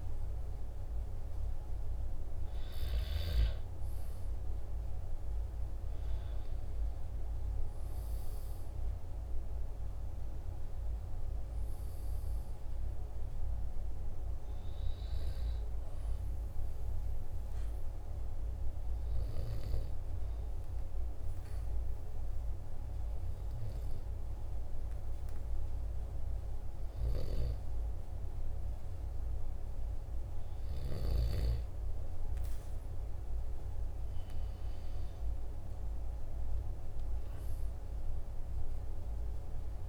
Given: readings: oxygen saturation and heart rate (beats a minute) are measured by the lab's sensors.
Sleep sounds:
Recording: breathing in sleep by a room microphone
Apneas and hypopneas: 1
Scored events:
0.00-3.50 s: arousal
15.00-28.50 s: obstructive apnea (oxygen 97% before, 95% lowest, heart rate 47 before, 47 extreme, up 3 after)
31.00-34.50 s: arousal
From the record:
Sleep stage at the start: N2 (light sleep)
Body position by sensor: on the back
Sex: male

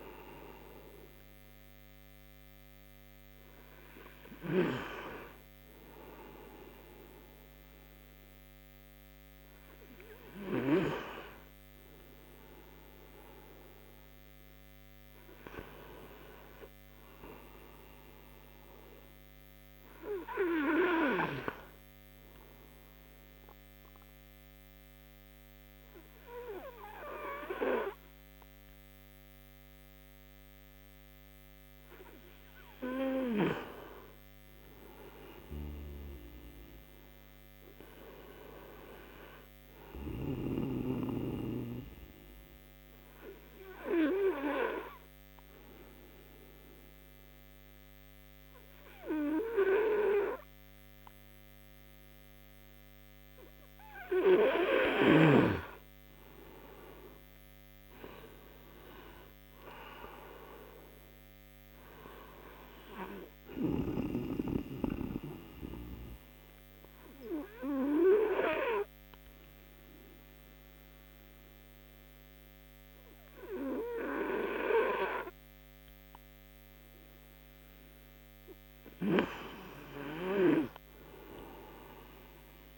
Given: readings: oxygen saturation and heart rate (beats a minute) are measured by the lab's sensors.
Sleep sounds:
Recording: breathing in sleep by a microphone on the trachea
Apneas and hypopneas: 3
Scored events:
17.50-20.00 s: arousal
22.50-34.00 s: obstructive apnea (oxygen 97% before, 92% lowest, heart rate 61 before, 61 extreme, up 8 after)
35.50-38.00 s: arousal
42.00-55.50 s: obstructive apnea (oxygen 97% before, 92% lowest, heart rate 65 before, 60 extreme, up 19 after)
45.50-57.50 s: oxygen desaturation (device-marked, oxygen 96% before, 93% lowest, heart rate 65 before, 60 extreme)
58.00-61.00 s: arousal
65.00-78.00 s: obstructive apnea (oxygen 96% before, 91% lowest, heart rate 69 before, 59 extreme, up 13 after)
80.00-82.50 s: arousal
From the record:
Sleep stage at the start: N2 (light sleep)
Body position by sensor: on the right side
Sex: male

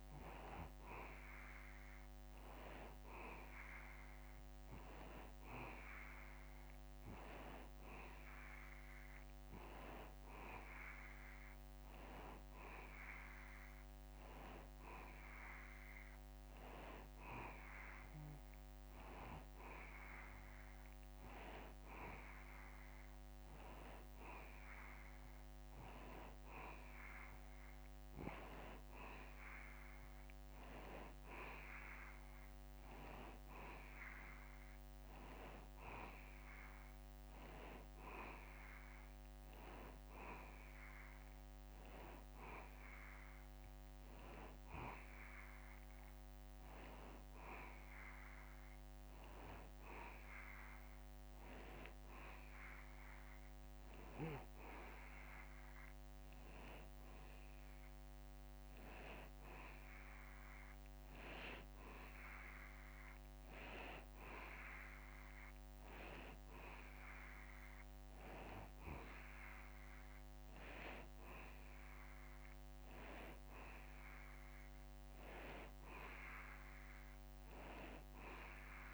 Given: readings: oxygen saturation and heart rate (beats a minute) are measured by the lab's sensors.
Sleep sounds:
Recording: breathing in sleep by a microphone on the trachea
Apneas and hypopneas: none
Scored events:
none scored
From the record:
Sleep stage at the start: N2 (light sleep)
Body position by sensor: on the back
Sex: male

